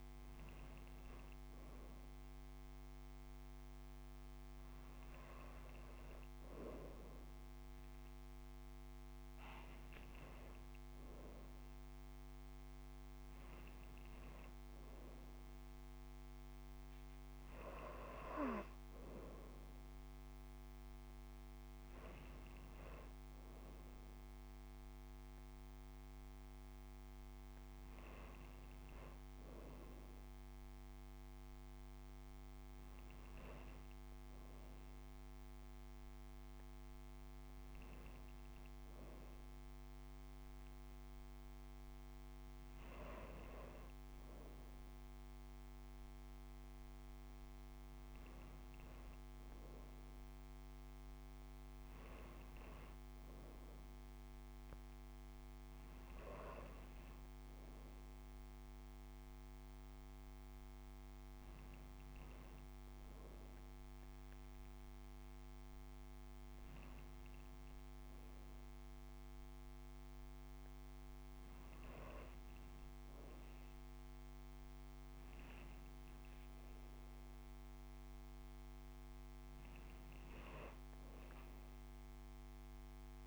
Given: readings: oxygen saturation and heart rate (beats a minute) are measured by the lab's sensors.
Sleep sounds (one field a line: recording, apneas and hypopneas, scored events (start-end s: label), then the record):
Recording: breathing in sleep, hard to hear, by a microphone on the trachea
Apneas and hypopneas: none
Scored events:
none scored
From the record:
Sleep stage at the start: N2 (light sleep)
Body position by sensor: on the right side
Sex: female